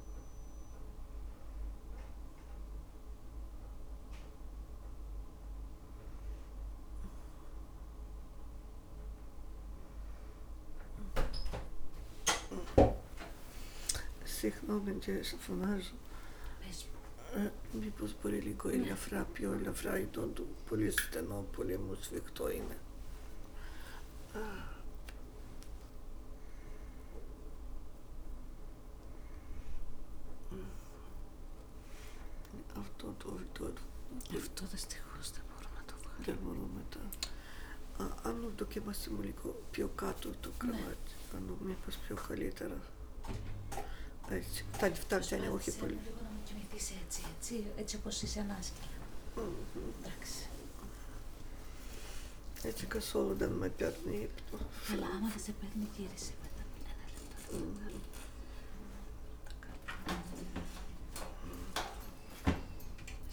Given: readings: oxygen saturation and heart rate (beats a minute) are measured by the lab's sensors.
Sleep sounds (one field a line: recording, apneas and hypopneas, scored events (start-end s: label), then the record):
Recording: a person awake in a sleep study, by a room microphone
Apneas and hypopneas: none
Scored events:
0.00-4.50 s: tachycardia (device-marked, heart rate 170 extreme)
6.50-39.50 s: tachycardia (device-marked, heart rate 87 before, 188 extreme)
18.50-63.33 s: new sleep stage, awake
44.50-63.33 s: tachycardia (device-marked, heart rate 93 before, 174 extreme)
From the record:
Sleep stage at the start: N1 (lightest sleep)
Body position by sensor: on the back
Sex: female